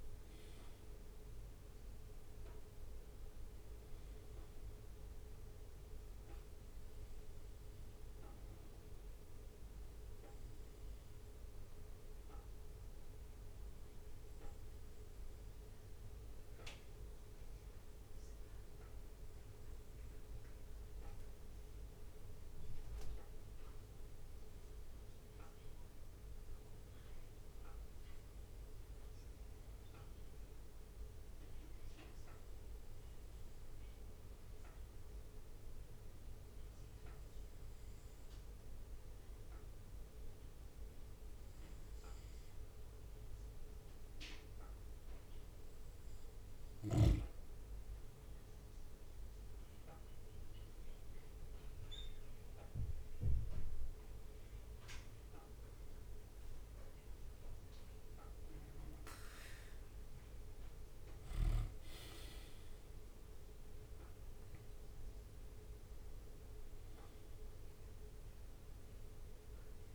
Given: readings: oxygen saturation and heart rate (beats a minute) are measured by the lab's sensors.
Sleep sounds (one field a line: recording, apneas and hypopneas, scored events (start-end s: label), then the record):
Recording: breathing in sleep, hard to hear, by a room microphone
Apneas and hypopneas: 1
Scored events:
6.50-45.50 s: bradycardia (device-marked, heart rate 59 before, 57 extreme)
12.50-44.50 s: hypopnea (oxygen 97% before, 96% lowest, heart rate 61 before, 57 extreme, up 4 after)
48.00-52.00 s: arousal
54.50-60.50 s: bradycardia (device-marked, heart rate 59 before, 59 extreme)
68.50-69.94 s: bradycardia (device-marked, heart rate 59 before, 55 extreme)
From the record:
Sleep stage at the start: N2 (light sleep)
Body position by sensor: on the back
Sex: male